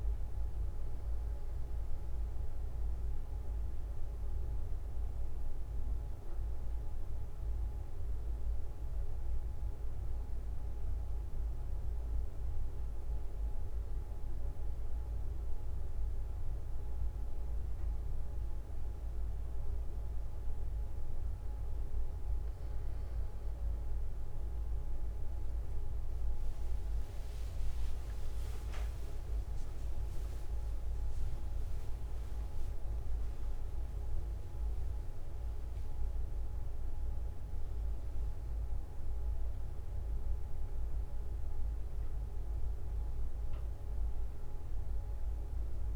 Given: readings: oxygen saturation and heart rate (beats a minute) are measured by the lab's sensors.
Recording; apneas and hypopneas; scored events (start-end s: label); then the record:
breathing in sleep, hard to hear, by a room microphone; 1
0.00-15.50 s: oxygen desaturation (device-marked, oxygen 93% lowest, heart rate 43 extreme)
2.50-21.50 s: mixed apnea (oxygen 97% before, 91% lowest, heart rate 46 before, 43 extreme, up 6 after)
24.50-28.50 s: arousal
29.50-45.96 s: new sleep stage, N1 (lightest sleep)
30.50-32.50 s: long interval between heartbeats (device-marked, heart rate 46 before, 62 extreme)
33.50-35.50 s: long interval between heartbeats (device-marked, heart rate 52 before, 113 extreme)
From the record:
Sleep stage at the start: N2 (light sleep); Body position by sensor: on the back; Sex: male